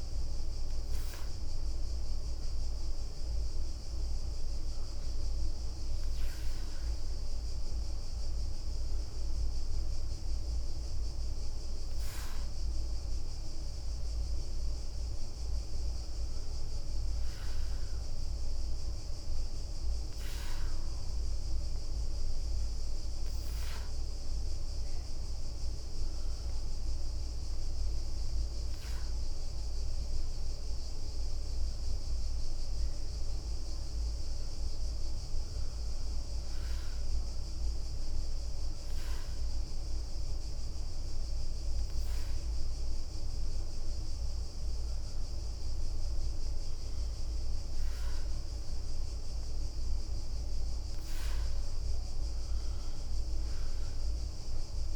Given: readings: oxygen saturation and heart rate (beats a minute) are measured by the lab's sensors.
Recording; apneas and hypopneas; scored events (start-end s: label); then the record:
breathing in sleep, hard to hear, by a room microphone; none
none scored
From the record:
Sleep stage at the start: N2 (light sleep); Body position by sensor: on the back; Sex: female